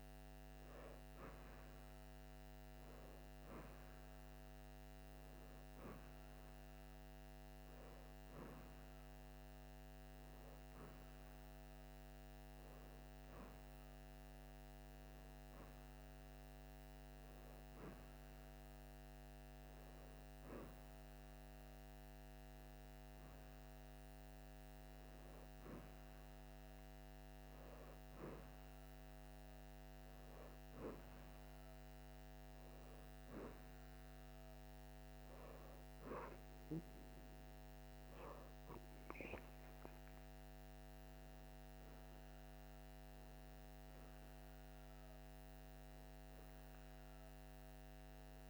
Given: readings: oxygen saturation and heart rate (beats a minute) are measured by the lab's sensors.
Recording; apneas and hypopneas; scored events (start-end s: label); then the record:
breathing in sleep, hard to hear, by a microphone on the trachea; none
none scored
From the record:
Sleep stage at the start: N2 (light sleep); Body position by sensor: on the right side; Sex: female